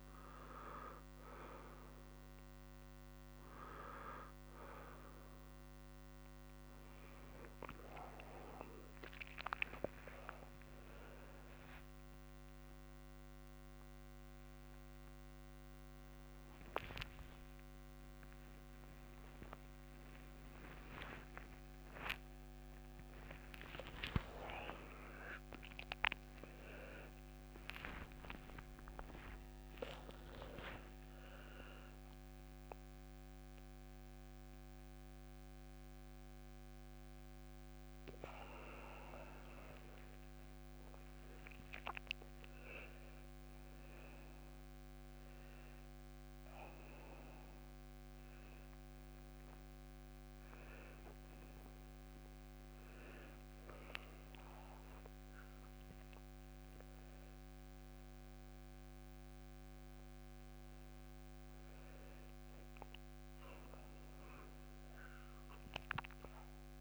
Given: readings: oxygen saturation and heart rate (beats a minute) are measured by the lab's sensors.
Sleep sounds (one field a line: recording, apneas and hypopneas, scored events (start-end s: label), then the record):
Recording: a person partly awake in a sleep study, by a microphone on the trachea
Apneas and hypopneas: none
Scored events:
16.00-46.00 s: new sleep stage, awake
46.00-66.81 s: new sleep stage, N2 (light sleep)
From the record:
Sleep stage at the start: N2 (light sleep)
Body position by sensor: on the back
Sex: male